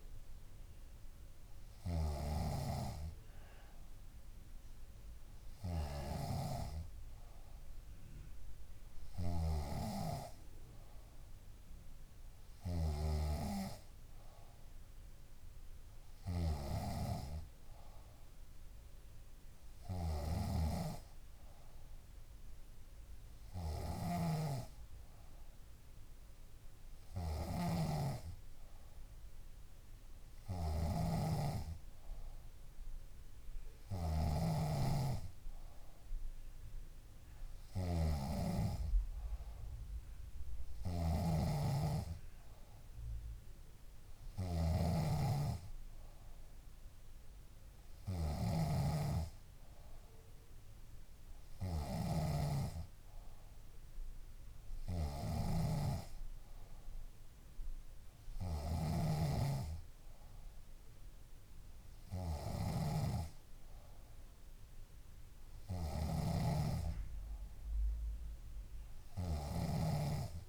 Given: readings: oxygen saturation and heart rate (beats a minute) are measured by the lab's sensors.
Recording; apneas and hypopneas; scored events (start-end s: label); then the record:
breathing in sleep by a room microphone; none
6.00-70.49 s: snoring (device-marked)
From the record:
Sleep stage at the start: N3 (deep sleep); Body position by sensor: on the back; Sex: female